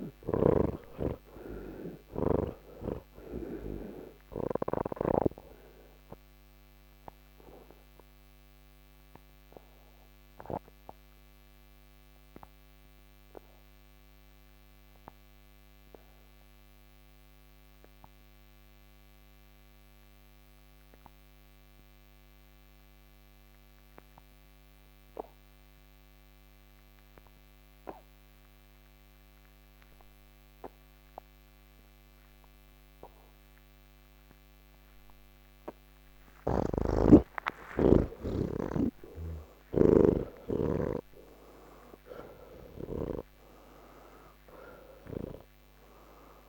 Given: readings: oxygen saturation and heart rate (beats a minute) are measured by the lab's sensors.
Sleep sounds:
breathing in sleep by a microphone on the trachea; 1
0.00-2.50 s: snoring (device-marked)
0.00-19.50 s: oxygen desaturation (device-marked, oxygen 81% lowest, heart rate 69 extreme)
4.50-35.00 s: obstructive apnea (oxygen 99% before, 80% lowest, heart rate 178 before, 64 extreme)
30.50-41.50 s: oxygen desaturation (device-marked, oxygen 99% before, 92% lowest, heart rate 165 before, 64 extreme)
38.50-46.49 s: snoring (device-marked)
From the record:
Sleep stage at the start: N3 (deep sleep); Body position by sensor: on the back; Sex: male

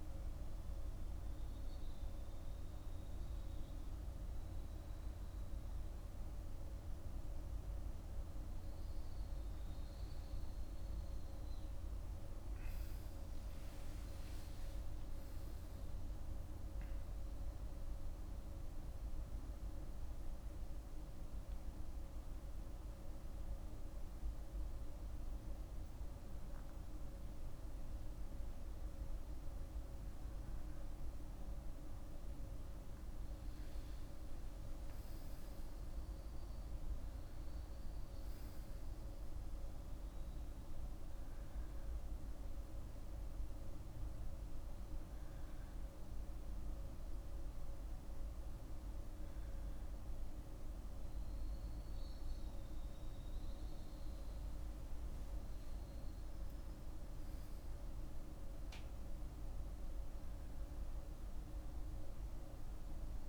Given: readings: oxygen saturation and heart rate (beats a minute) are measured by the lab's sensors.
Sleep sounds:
breathing in sleep, hard to hear, by a room microphone; 1
13.50-16.50 s: arousal
17.50-31.50 s: hypopnea (oxygen 98% before, 94% lowest, heart rate 63 before, 45 extreme, up 10 after)
33.00-38.00 s: arousal
38.50-53.50 s: oxygen desaturation (device-marked, oxygen 98% before, 94% lowest, heart rate 53 before, 45 extreme)
From the record:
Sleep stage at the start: N2 (light sleep); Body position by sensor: on the back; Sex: male

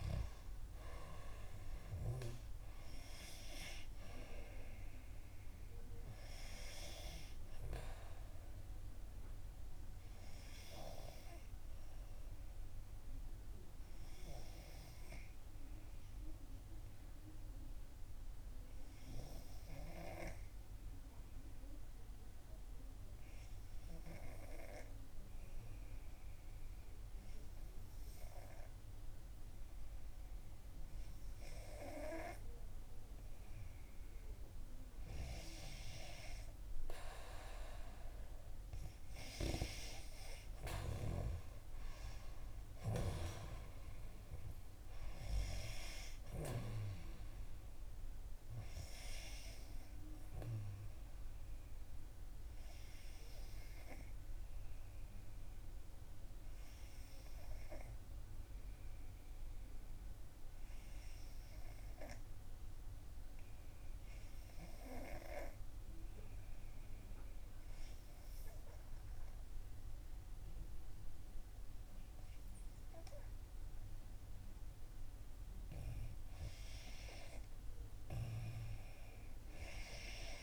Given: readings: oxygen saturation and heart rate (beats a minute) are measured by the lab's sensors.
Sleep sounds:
breathing in sleep by a room microphone; 2
0.00-19.00 s: oxygen desaturation (device-marked, oxygen 91% lowest, heart rate 60 extreme)
15.00-33.50 s: obstructive apnea (oxygen 95% before, 89% lowest, heart rate 64 before, 56 extreme, up 3 after)
35.00-38.50 s: arousal
35.00-63.00 s: oxygen desaturation (device-marked, oxygen 95% before, 90% lowest, heart rate 62 before, 56 extreme)
55.00-75.50 s: obstructive apnea (oxygen 95% before, 89% lowest, heart rate 63 before, 60 extreme, up 3 after)
76.00-80.43 s: oxygen desaturation (device-marked, oxygen 95% before, 89% lowest, heart rate 61 before, 60 extreme)
78.00-80.43 s: arousal
From the record:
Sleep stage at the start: N2 (light sleep); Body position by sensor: on the back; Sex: female

